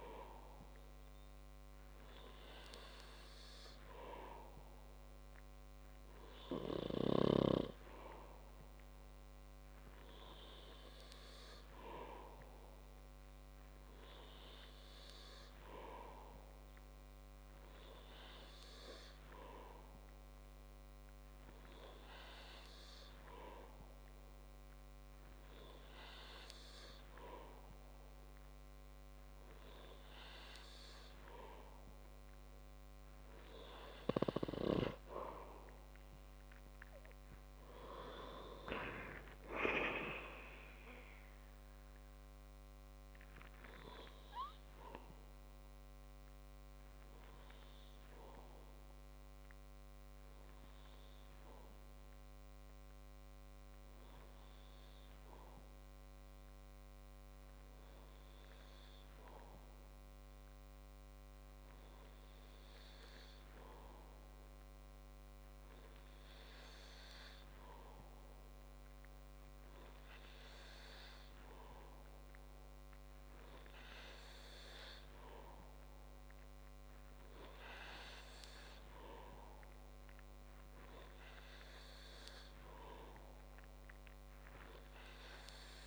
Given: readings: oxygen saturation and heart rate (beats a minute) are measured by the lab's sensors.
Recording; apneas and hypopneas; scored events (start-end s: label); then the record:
breathing in sleep by a microphone on the trachea; none
none scored
From the record:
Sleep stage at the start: N2 (light sleep); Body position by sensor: on the back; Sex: male